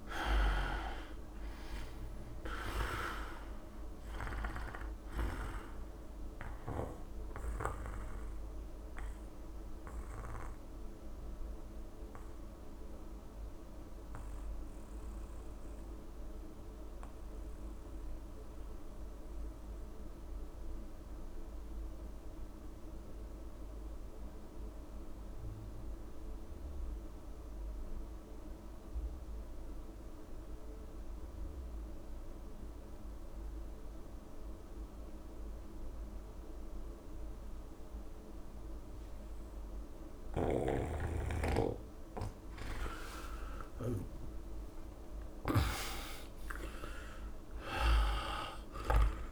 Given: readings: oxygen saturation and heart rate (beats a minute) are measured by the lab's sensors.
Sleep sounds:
breathing in sleep by a room microphone; 1
0.00-16.00 s: oxygen desaturation (device-marked, oxygen 83% lowest)
6.50-41.50 s: obstructive apnea (oxygen 99% before, 83% lowest)
35.00-49.32 s: oxygen desaturation (device-marked, oxygen 98% before, 83% lowest)
40.00-44.00 s: snoring (device-marked)
43.50-47.50 s: arousal
From the record:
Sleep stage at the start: N2 (light sleep); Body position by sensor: on the back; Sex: male

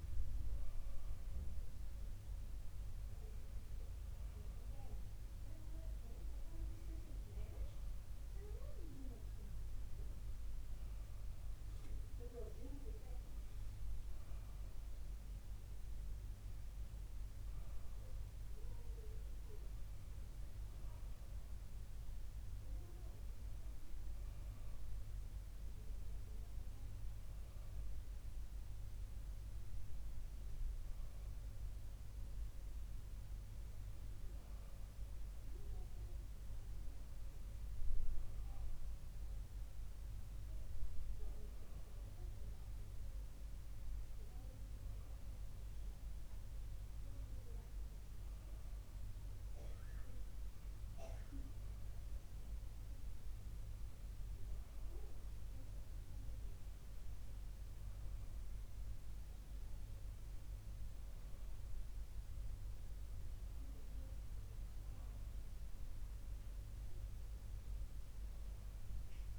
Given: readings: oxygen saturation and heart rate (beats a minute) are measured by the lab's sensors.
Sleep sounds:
breathing in sleep, hard to hear, by a room microphone; none
none scored
From the record:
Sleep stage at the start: N2 (light sleep); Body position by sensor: on the back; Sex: male

